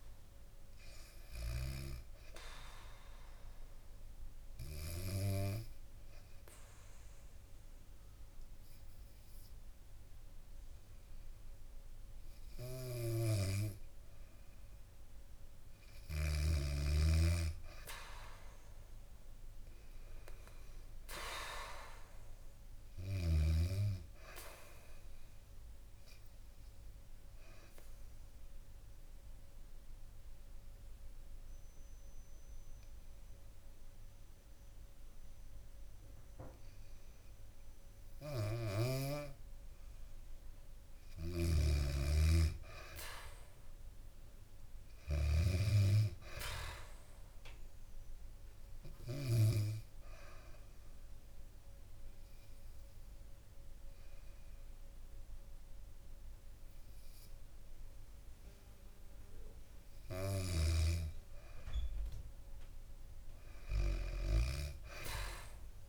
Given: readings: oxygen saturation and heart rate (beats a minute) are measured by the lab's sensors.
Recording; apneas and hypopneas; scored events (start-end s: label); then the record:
breathing in sleep by a room microphone; 3
3.50-15.00 s: obstructive apnea (oxygen 98% before, 92% lowest, heart rate 75 before, 65 extreme, up 2 after)
18.50-22.00 s: arousal
21.00-38.00 s: oxygen desaturation (device-marked, oxygen 96% before, 92% lowest, heart rate 67 before, 63 extreme)
26.00-40.00 s: obstructive apnea (oxygen 98% before, 92% lowest, heart rate 67 before, 63 extreme, up 4 after)
38.00-49.00 s: snoring (device-marked)
43.00-46.50 s: arousal
43.00-62.00 s: oxygen desaturation (device-marked, oxygen 98% before, 93% lowest, heart rate 67 before, 63 extreme)
49.00-61.00 s: obstructive apnea (oxygen 98% before, 92% lowest, heart rate 67 before, 63 extreme, up 7 after)
63.50-65.89 s: arousal
From the record:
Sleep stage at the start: N2 (light sleep); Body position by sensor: on the back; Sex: female